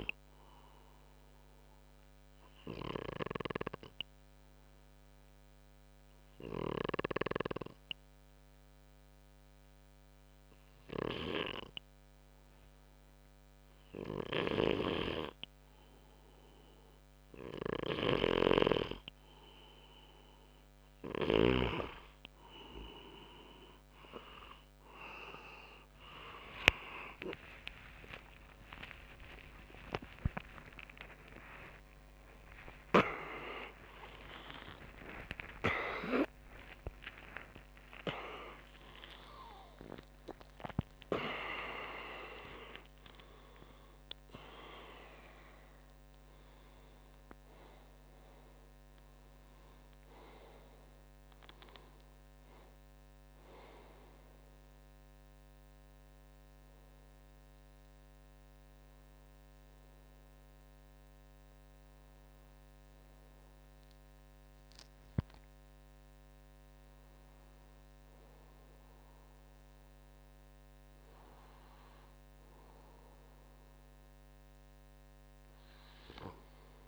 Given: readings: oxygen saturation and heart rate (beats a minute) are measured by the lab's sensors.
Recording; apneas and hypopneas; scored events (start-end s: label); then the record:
breathing in sleep by a microphone on the trachea; 2
0.00-9.00 s: oxygen desaturation (device-marked, oxygen 93% lowest, heart rate 64 extreme)
1.00-14.50 s: obstructive apnea (oxygen 98% before, 93% lowest, heart rate 67 before, 64 extreme, up 1 after)
14.00-21.00 s: snoring (device-marked)
22.00-41.00 s: oxygen desaturation (device-marked, oxygen 98% before, 94% lowest, heart rate 65 before, 64 extreme)
24.00-43.00 s: tachycardia (device-marked, heart rate 66 before, 199 extreme)
26.50-33.00 s: arousal
34.00-76.88 s: new sleep stage, N1 (lightest sleep)
55.00-66.00 s: hypopnea (oxygen 99% before, 95% lowest, heart rate 125 before, 67 extreme, up 10 after)
68.00-71.00 s: arousal
71.00-76.88 s: oxygen desaturation (device-marked, oxygen 99% before, 95% lowest, heart rate 69 before, 68 extreme)
From the record:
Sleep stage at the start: N2 (light sleep); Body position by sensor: on the back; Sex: male